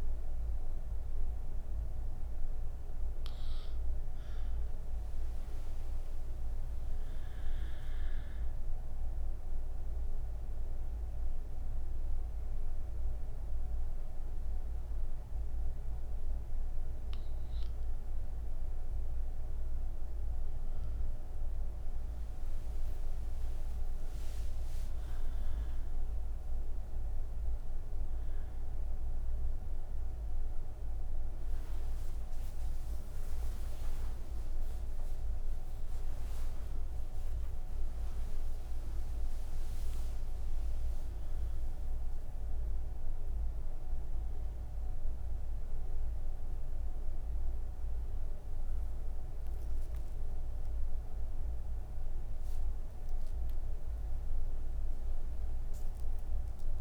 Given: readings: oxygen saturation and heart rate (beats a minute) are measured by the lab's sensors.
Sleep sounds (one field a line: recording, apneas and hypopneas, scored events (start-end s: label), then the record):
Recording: breathing in sleep, hard to hear, by a room microphone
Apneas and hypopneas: 1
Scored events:
8.00-20.50 s: hypopnea (oxygen 98% before, 95% lowest)
From the record:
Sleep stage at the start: N3 (deep sleep)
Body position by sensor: on the right side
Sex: female